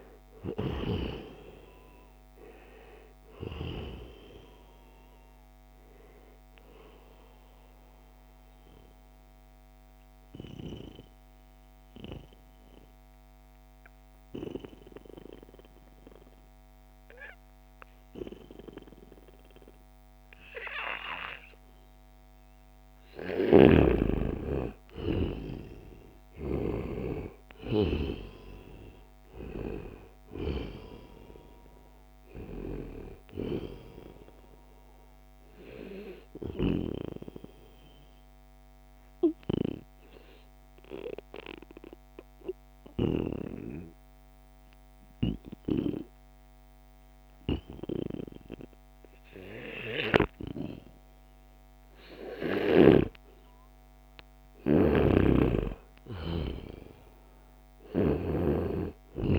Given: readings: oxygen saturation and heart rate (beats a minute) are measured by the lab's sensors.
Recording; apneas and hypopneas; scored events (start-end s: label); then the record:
breathing in sleep by a microphone on the trachea; 2
0.00-17.00 s: oxygen desaturation (device-marked, oxygen 87% lowest, heart rate 70 extreme)
6.50-22.50 s: obstructive apnea (oxygen 95% before, 87% lowest, heart rate 75 before, 70 extreme, up 3 after)
23.50-27.00 s: arousal
27.00-46.00 s: oxygen desaturation (device-marked, oxygen 97% before, 92% lowest, heart rate 74 before, 71 extreme)
34.00-50.50 s: obstructive apnea (oxygen 97% before, 88% lowest, heart rate 72 before, 71 extreme, up 1 after)
49.00-52.50 s: snoring (device-marked)
52.50-56.50 s: arousal
54.50-59.38 s: snoring (device-marked)
From the record:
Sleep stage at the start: N2 (light sleep); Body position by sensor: on the back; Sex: male